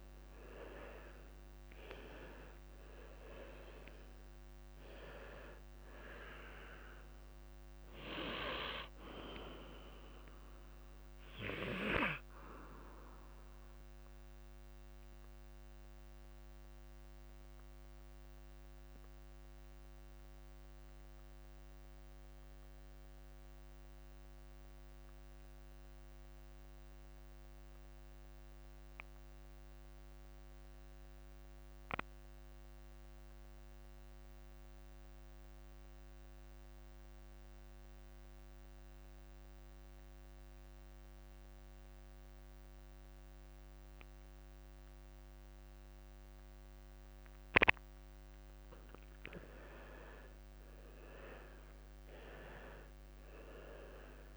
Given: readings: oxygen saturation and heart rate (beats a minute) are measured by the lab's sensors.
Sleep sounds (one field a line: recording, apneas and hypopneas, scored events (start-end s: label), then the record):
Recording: breathing in sleep by a microphone on the trachea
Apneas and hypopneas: 1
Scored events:
0.00-35.50 s: oxygen desaturation (device-marked, oxygen 81% lowest)
1.50-3.50 s: long interval between heartbeats (device-marked, heart rate 36 before, 58 extreme)
4.50-6.50 s: long interval between heartbeats (device-marked, heart rate 38 before, 53 extreme)
13.00-48.00 s: obstructive apnea (oxygen 98% before, 81% lowest)
15.00-17.00 s: long interval between heartbeats (device-marked, heart rate 40 before, 49 extreme)
22.00-24.00 s: long interval between heartbeats (device-marked, heart rate 43 before, 25 extreme)
35.00-37.00 s: long interval between heartbeats (device-marked)
41.00-43.00 s: long interval between heartbeats (device-marked)
44.50-46.50 s: long interval between heartbeats (device-marked)
50.50-54.37 s: arousal
50.50-54.37 s: oxygen desaturation (device-marked, oxygen 97% before, 86% lowest)
52.00-54.00 s: long interval between heartbeats (device-marked, heart rate 30 before, 49 extreme)
From the record:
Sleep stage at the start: N2 (light sleep)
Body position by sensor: on the left side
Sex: male